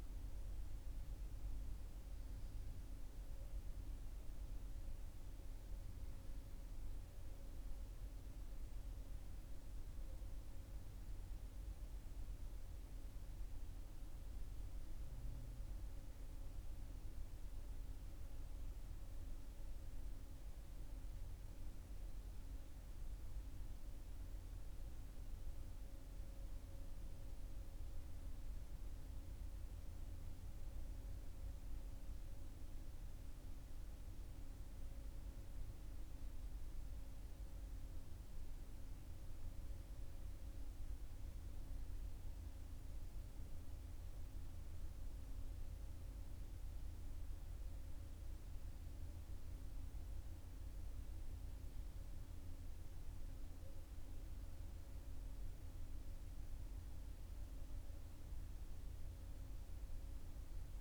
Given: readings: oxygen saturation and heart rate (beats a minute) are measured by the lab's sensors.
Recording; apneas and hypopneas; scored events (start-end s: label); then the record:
breathing in sleep, hard to hear, by a room microphone; none
none scored
From the record:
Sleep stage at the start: N1 (lightest sleep); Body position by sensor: on the right side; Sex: male